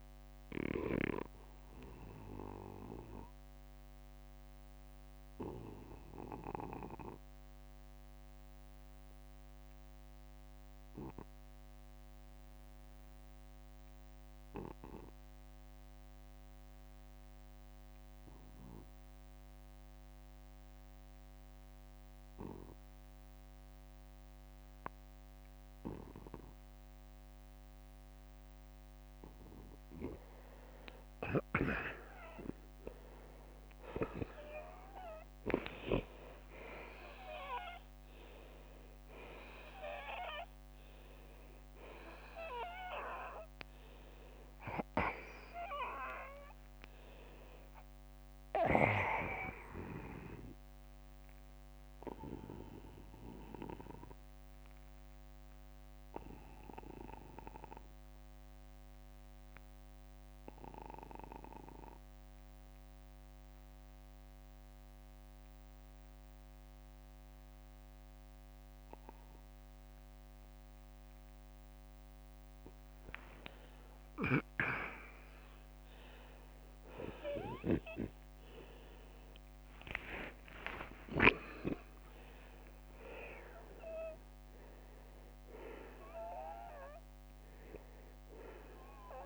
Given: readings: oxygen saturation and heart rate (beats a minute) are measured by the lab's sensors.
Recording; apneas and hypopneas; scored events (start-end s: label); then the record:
breathing in sleep by a microphone on the trachea; 2
2.00-29.00 s: obstructive apnea (oxygen 97% before, 84% lowest, heart rate 61 before, 42 extreme, up 24 after)
7.00-21.00 s: oxygen desaturation (device-marked, oxygen 93% before, 87% lowest, heart rate 61 before, 42 extreme)
13.50-15.50 s: long interval between heartbeats (device-marked, heart rate 59 before, 65 extreme)
22.00-24.00 s: long interval between heartbeats (device-marked, heart rate 58 before, 48 extreme)
27.50-29.50 s: long interval between heartbeats (device-marked, heart rate 55 before, 48 extreme)
35.50-42.50 s: arousal
39.00-48.00 s: oxygen desaturation (device-marked, oxygen 95% before, 92% lowest, heart rate 53 before, 38 extreme)
43.00-45.00 s: long interval between heartbeats (device-marked, heart rate 55 before, 60 extreme)
51.50-72.50 s: obstructive apnea (oxygen 95% before, 84% lowest, heart rate 61 before, 38 extreme, up 31 after)
55.00-75.00 s: oxygen desaturation (device-marked, oxygen 93% before, 84% lowest, heart rate 61 before, 38 extreme)
74.00-80.00 s: arousal
79.50-81.50 s: long interval between heartbeats (device-marked, heart rate 53 before, 66 extreme)
From the record:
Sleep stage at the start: N2 (light sleep); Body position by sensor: on the back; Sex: male